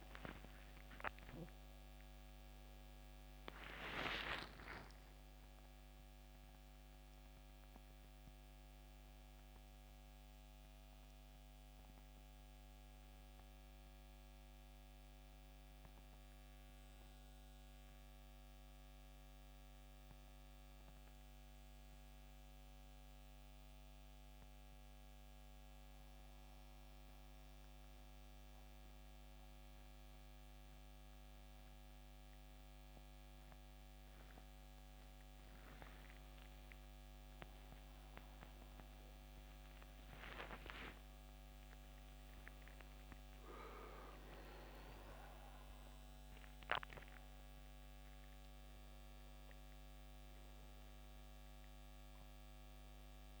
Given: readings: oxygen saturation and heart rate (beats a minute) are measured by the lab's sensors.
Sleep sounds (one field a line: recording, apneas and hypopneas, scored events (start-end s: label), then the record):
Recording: breathing in sleep by a microphone on the trachea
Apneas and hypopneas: 1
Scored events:
0.00-2.00 s: arousal
9.50-28.50 s: oxygen desaturation (device-marked, oxygen 93% before, 86% lowest, heart rate 75 before, 66 extreme)
18.00-22.00 s: arousal
24.50-34.50 s: central apnea (oxygen 94% before, 88% lowest, heart rate 76 before, 66 extreme, up 14 after)
36.00-39.50 s: arousal
From the record:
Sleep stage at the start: N2 (light sleep)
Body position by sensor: on the back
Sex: male